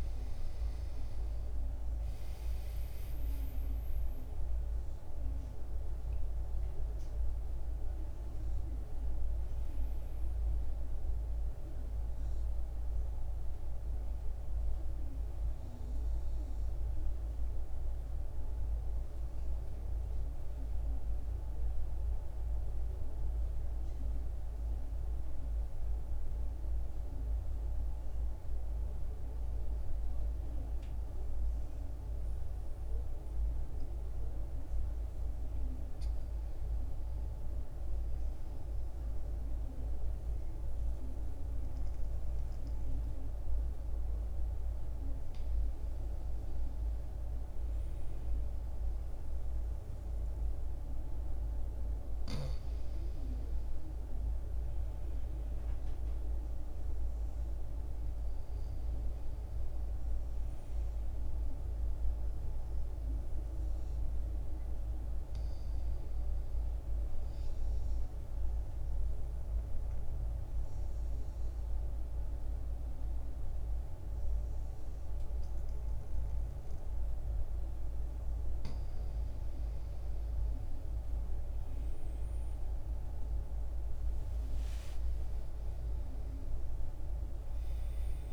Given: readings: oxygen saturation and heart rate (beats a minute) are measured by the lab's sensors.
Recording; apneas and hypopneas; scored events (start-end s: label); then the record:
breathing in sleep, hard to hear, by a room microphone; 1
0.00-1.00 s: arousal
0.00-22.00 s: oxygen desaturation (device-marked, oxygen 85% lowest, heart rate 61 extreme)
22.50-26.50 s: arousal
45.00-65.00 s: oxygen desaturation (device-marked, oxygen 96% before, 91% lowest, heart rate 65 before, 60 extreme)
45.00-75.00 s: new sleep stage, N2 (light sleep)
67.50-78.50 s: obstructive apnea (oxygen 96% before, 90% lowest, heart rate 61 before, 61 extreme, up 2 after)
75.00-88.33 s: new sleep stage, N1 (lightest sleep)
80.00-85.00 s: arousal
87.00-88.33 s: oxygen desaturation (device-marked, oxygen 95% before, 90% lowest, heart rate 62 before, 62 extreme)
From the record:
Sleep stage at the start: N1 (lightest sleep); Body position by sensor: on the right side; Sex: male